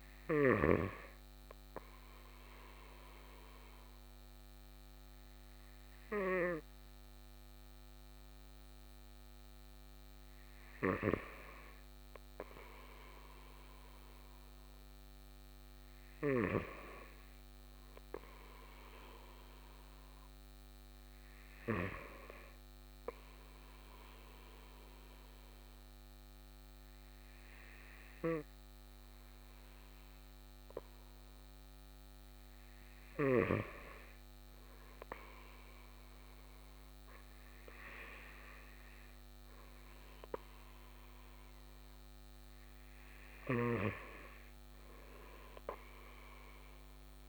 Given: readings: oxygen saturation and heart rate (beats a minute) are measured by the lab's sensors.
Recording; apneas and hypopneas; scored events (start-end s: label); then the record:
breathing in sleep by a microphone on the trachea; none
none scored
From the record:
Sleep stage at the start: N2 (light sleep); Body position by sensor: on the right side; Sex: male